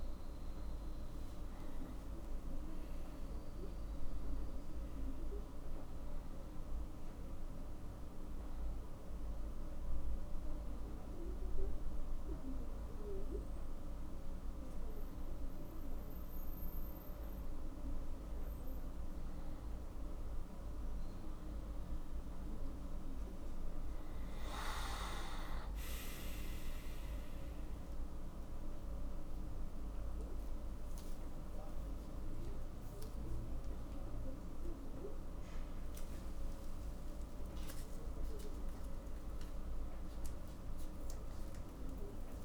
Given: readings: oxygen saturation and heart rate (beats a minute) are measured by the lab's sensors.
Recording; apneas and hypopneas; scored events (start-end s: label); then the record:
breathing in sleep, hard to hear, by a room microphone; none
0.50-5.00 s: arousal
From the record:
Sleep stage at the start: N1 (lightest sleep); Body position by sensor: on the back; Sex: male